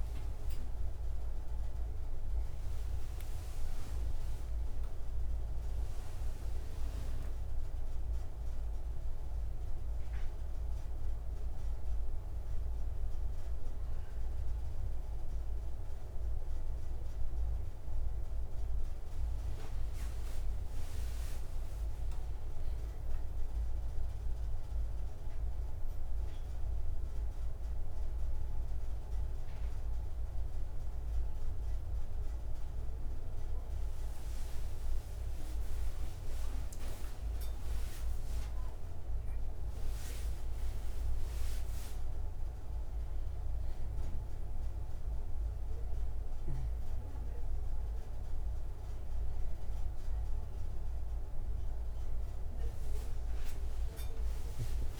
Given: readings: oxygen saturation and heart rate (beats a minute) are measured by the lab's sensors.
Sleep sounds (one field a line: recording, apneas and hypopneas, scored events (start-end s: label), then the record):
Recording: a person awake in a sleep study, hard to hear, by a room microphone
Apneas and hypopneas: none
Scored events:
14.00-28.00 s: oxygen desaturation (device-marked, oxygen 93% before, 90% lowest, heart rate 135 before, 49 extreme)
From the record:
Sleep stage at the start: awake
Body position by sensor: on the right side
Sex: male